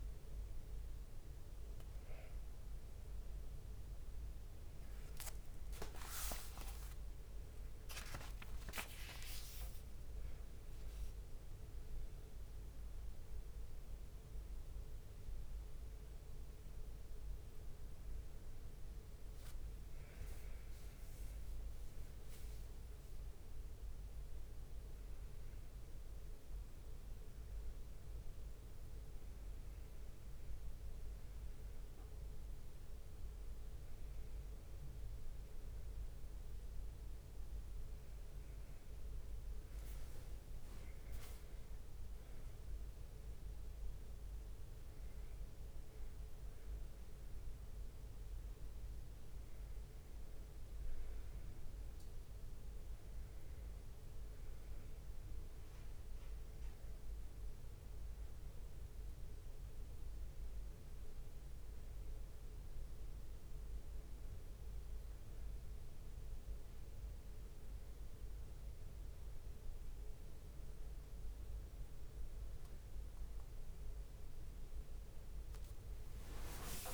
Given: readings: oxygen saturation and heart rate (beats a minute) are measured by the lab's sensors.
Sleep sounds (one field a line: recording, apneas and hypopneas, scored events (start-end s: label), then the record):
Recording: breathing in sleep, hard to hear, by a room microphone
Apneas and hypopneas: none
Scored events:
6.00-12.00 s: tachycardia (device-marked, heart rate 76 before, 125 extreme)
6.50-8.50 s: long interval between heartbeats (device-marked, heart rate 60 before, 75 extreme)
9.00-11.00 s: long interval between heartbeats (device-marked, heart rate 62 before, 111 extreme)
14.50-22.50 s: leg movement (device-marked)
24.50-29.50 s: leg movement (device-marked)
31.00-36.00 s: leg movement (device-marked)
37.50-44.50 s: leg movement (device-marked)
41.00-43.00 s: long interval between heartbeats (device-marked, heart rate 66 before, 84 extreme)
45.00-50.50 s: leg movement (device-marked)
52.00-57.50 s: leg movement (device-marked)
58.50-60.00 s: leg movement (device-marked)
66.00-71.50 s: leg movement (device-marked)
From the record:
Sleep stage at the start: N2 (light sleep)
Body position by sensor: on the back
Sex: male